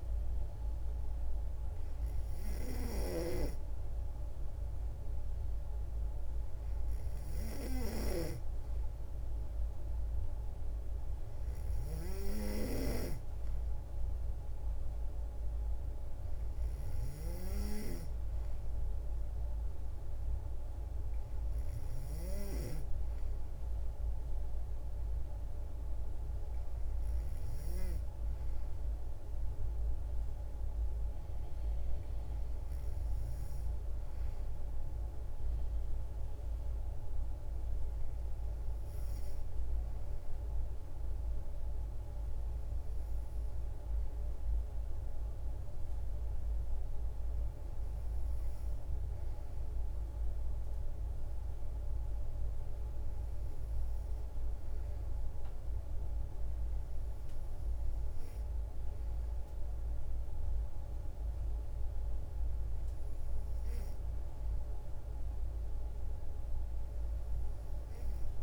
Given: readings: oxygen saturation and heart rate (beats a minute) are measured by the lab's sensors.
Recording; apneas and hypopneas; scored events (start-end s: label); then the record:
breathing in sleep by a room microphone; none
11.50-17.00 s: snoring (device-marked)
From the record:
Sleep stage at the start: N3 (deep sleep); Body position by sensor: on the back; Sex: female